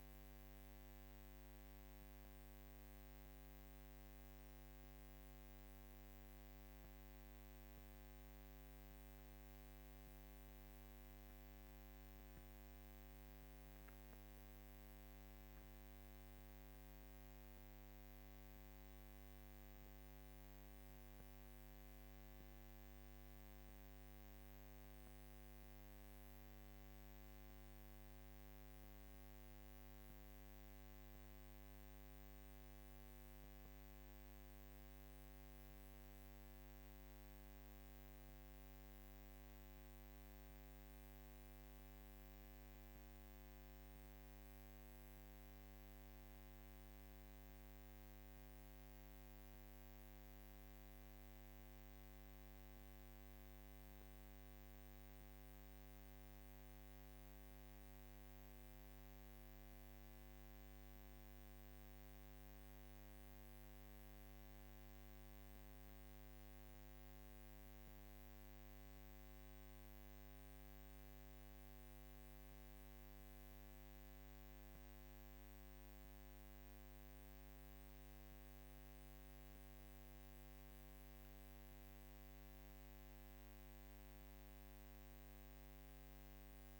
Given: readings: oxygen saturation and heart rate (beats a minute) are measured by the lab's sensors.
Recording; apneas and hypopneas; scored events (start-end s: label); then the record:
breathing in sleep, hard to hear, by a microphone on the trachea; none
none scored
From the record:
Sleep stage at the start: N2 (light sleep); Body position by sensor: on the back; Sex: female